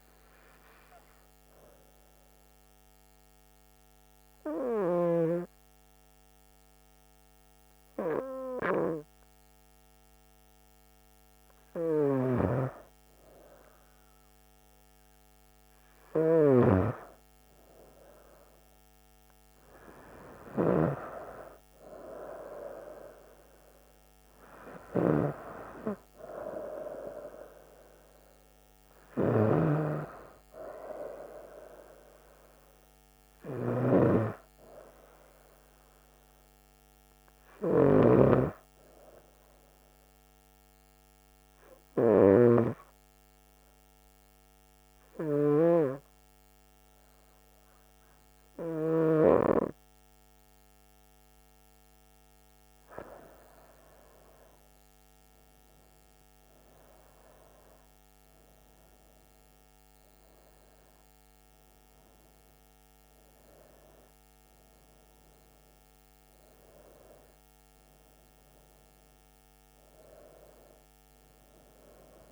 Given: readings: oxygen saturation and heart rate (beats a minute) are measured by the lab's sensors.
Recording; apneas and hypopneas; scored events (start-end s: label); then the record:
breathing in sleep by a microphone on the trachea; 2
3.00-14.50 s: hypopnea (oxygen 98% before, 95% lowest, heart rate 68 before, 66 extreme, up 3 after)
18.00-21.50 s: arousal
38.50-51.00 s: hypopnea (oxygen 97% before, 94% lowest, heart rate 68 before, 65 extreme, up 8 after)
52.50-55.50 s: arousal
From the record:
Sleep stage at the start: N2 (light sleep); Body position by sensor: on the front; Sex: female